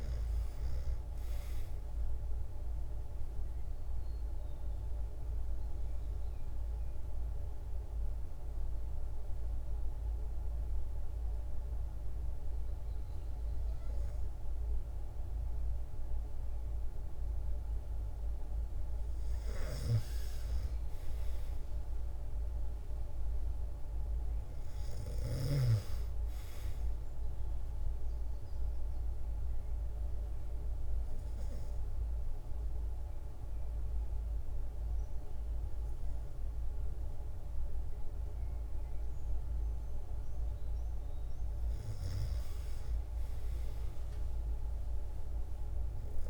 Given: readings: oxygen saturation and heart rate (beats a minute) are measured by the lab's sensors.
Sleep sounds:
breathing in sleep, hard to hear, by a room microphone; 2
3.00-16.50 s: obstructive apnea (oxygen 96% before, 92% lowest, heart rate 135 before, 68 extreme, up 31 after)
19.00-25.00 s: snoring (device-marked)
20.00-23.50 s: arousal
24.50-40.50 s: oxygen desaturation (device-marked, oxygen 96% before, 92% lowest, heart rate 145 before, 68 extreme)
28.00-39.50 s: obstructive apnea (oxygen 96% before, 92% lowest, heart rate 147 before, 68 extreme)
42.50-45.50 s: arousal
From the record:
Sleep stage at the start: N2 (light sleep); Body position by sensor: on the back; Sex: female

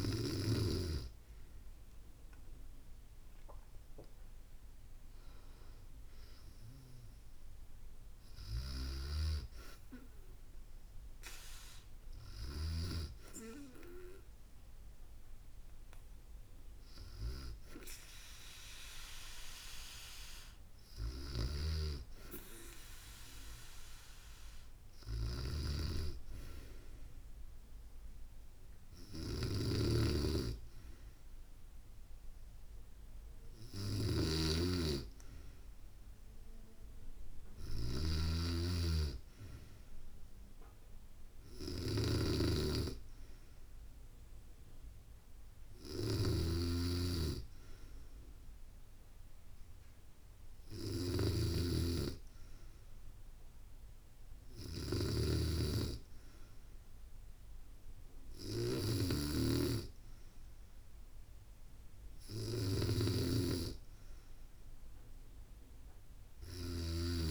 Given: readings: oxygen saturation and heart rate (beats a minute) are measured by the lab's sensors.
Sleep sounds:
breathing in sleep by a room microphone; none
20.50-66.50 s: snoring (device-marked)
From the record:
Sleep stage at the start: N2 (light sleep); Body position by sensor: on the back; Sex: female

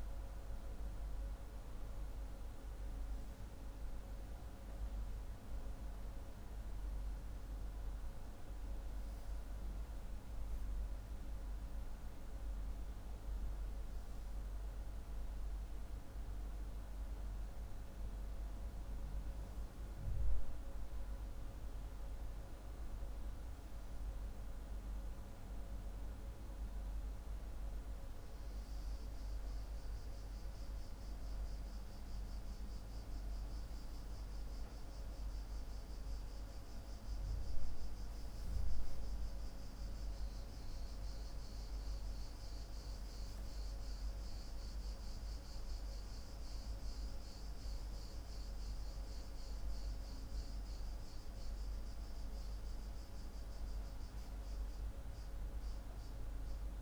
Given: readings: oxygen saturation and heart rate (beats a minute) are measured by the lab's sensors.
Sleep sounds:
breathing in sleep, hard to hear, by a room microphone; none
none scored
From the record:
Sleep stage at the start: N2 (light sleep); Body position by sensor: on the left side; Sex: male

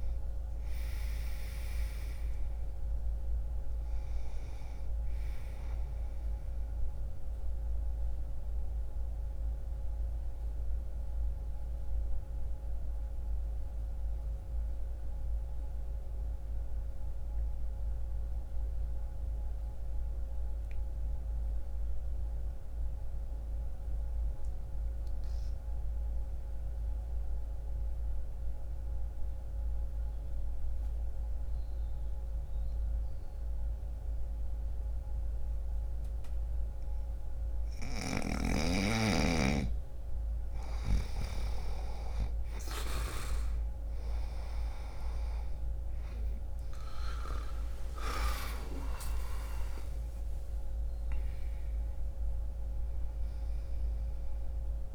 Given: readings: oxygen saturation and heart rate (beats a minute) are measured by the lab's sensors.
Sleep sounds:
breathing in sleep by a room microphone; 1
0.00-24.00 s: oxygen desaturation (device-marked, oxygen 84% lowest, heart rate 59 extreme)
6.00-39.00 s: obstructive apnea (oxygen 99% before, 84% lowest, heart rate 62 before, 59 extreme, up 3 after)
38.00-54.95 s: oxygen desaturation (device-marked, oxygen 98% before, 85% lowest, heart rate 62 before, 61 extreme)
41.50-47.00 s: arousal
45.00-54.95 s: new sleep stage, N1 (lightest sleep)
From the record:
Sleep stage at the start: N2 (light sleep); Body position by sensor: on the right side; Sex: male

